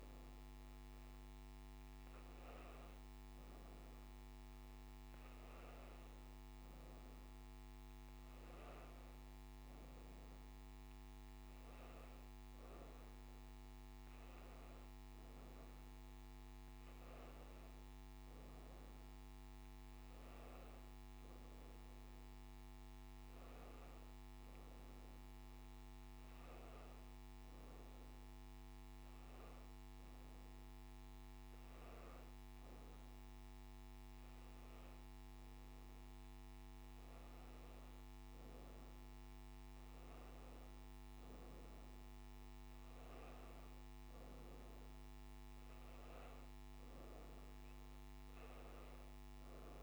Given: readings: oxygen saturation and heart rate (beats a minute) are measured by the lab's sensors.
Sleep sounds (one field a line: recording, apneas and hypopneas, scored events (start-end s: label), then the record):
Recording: breathing in sleep, hard to hear, by a microphone on the trachea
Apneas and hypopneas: none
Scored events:
none scored
From the record:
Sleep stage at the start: N1 (lightest sleep)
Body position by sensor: on the back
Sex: female